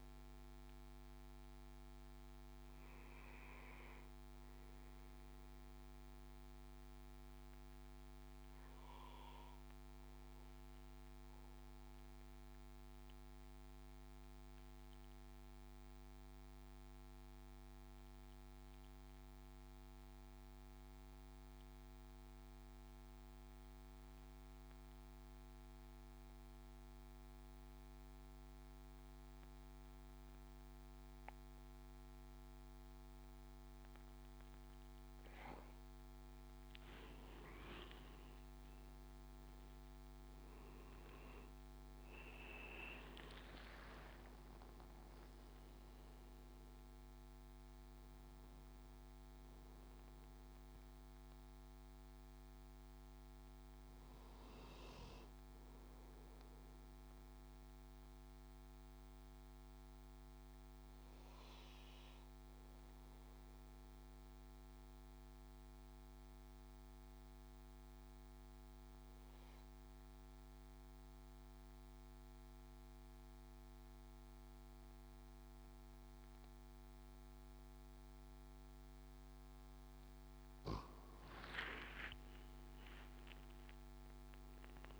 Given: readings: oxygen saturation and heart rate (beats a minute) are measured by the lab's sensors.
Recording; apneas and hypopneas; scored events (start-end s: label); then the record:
breathing in sleep by a microphone on the trachea; 2
0.00-10.50 s: oxygen desaturation (device-marked, oxygen 91% lowest, heart rate 62 extreme)
6.50-35.00 s: obstructive apnea (oxygen 97% before, 91% lowest, heart rate 71 before, 61 extreme, up 11 after)
31.50-62.50 s: oxygen desaturation (device-marked, oxygen 99% before, 91% lowest, heart rate 69 before, 61 extreme)
36.50-41.00 s: arousal
56.00-80.00 s: obstructive apnea (oxygen 98% before, 91% lowest, heart rate 74 before, 64 extreme, up 10 after)
81.50-85.00 s: oxygen desaturation (device-marked, oxygen 99% before, 93% lowest, heart rate 69 before, 75 extreme)
84.50-85.00 s: new sleep stage, awake
From the record:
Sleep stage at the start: N2 (light sleep); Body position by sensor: on the back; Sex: male